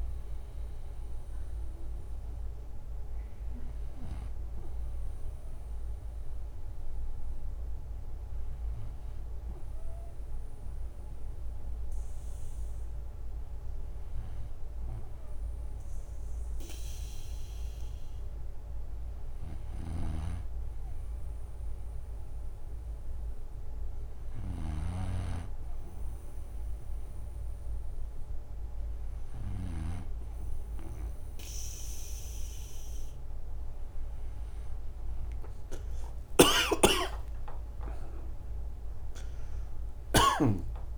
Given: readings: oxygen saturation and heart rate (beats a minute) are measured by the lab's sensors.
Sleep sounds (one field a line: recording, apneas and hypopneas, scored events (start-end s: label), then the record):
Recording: breathing in sleep by a room microphone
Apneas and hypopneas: 1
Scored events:
3.50-23.00 s: hypopnea (oxygen 96% before, 92% lowest, heart rate 72 before, 65 extreme, up 4 after)
19.00-30.00 s: snoring (device-marked)
36.00-40.00 s: snoring (device-marked)
From the record:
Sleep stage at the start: N2 (light sleep)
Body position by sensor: on the right side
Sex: male